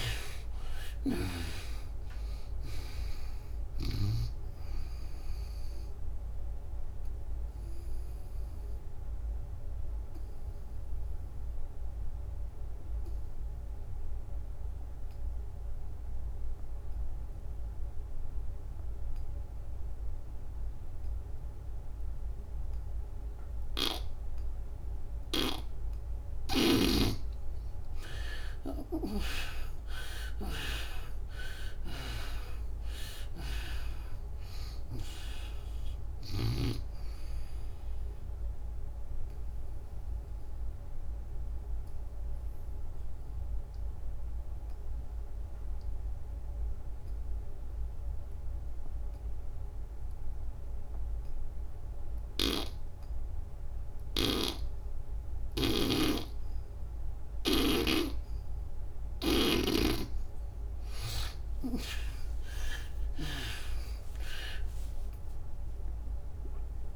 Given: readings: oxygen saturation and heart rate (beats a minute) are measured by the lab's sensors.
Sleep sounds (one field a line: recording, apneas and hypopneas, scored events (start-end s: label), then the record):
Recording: breathing in sleep by a room microphone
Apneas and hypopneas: 2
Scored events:
0.00-4.00 s: snoring (device-marked)
0.00-23.50 s: oxygen desaturation (device-marked, oxygen 75% lowest, heart rate 65 extreme)
6.50-25.50 s: obstructive apnea (oxygen 98% before, 75% lowest, heart rate 80 before, 65 extreme, up 26 after)
29.50-33.00 s: arousal
31.50-49.50 s: oxygen desaturation (device-marked, oxygen 96% before, 75% lowest, heart rate 74 before, 65 extreme)
39.00-59.50 s: obstructive apnea (oxygen 96% before, 74% lowest, heart rate 81 before, 65 extreme, up 53 after)
55.00-59.50 s: snoring (device-marked)
61.50-66.00 s: arousal
64.50-66.96 s: oxygen desaturation (device-marked, oxygen 96% before, 77% lowest, heart rate 77 before, 69 extreme)
From the record:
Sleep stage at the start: N2 (light sleep)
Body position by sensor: on the back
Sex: female